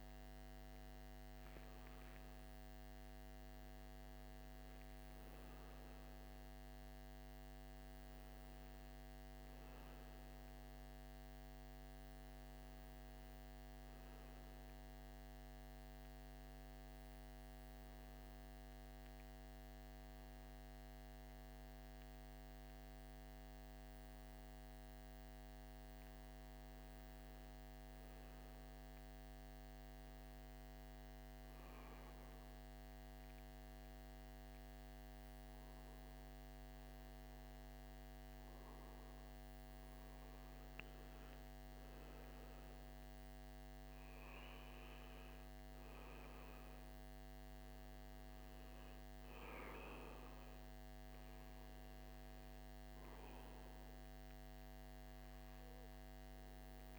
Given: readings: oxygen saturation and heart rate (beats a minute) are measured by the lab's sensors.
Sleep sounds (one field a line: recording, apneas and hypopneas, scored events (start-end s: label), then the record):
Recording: breathing in sleep, hard to hear, by a microphone on the trachea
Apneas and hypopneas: none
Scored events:
none scored
From the record:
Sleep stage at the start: N2 (light sleep)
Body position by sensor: on the right side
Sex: male